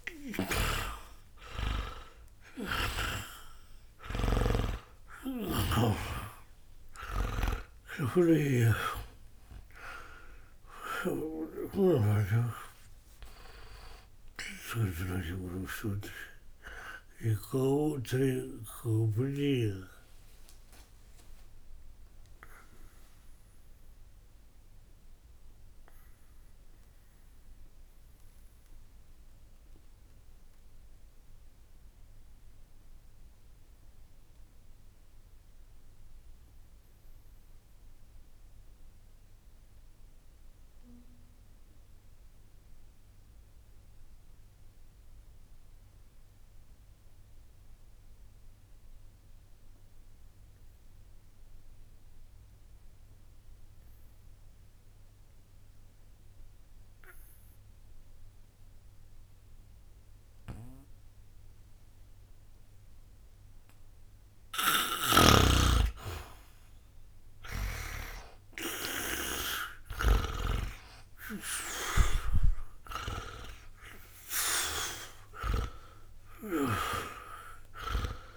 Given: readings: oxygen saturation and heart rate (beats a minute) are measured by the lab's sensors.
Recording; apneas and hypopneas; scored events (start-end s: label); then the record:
breathing in sleep by a room microphone; 1
0.00-3.00 s: arousal
0.00-15.00 s: snoring (device-marked)
0.00-38.50 s: oxygen desaturation (device-marked, oxygen 79% lowest, heart rate 59 extreme)
19.00-63.50 s: obstructive apnea (oxygen 97% before, 77% lowest, heart rate 60 before, 59 extreme, up 1 after)
58.50-78.37 s: oxygen desaturation (device-marked, oxygen 99% before, 89% lowest, heart rate 61 before, 60 extreme)
66.50-70.00 s: arousal
From the record:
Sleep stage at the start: N2 (light sleep); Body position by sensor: on the back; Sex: male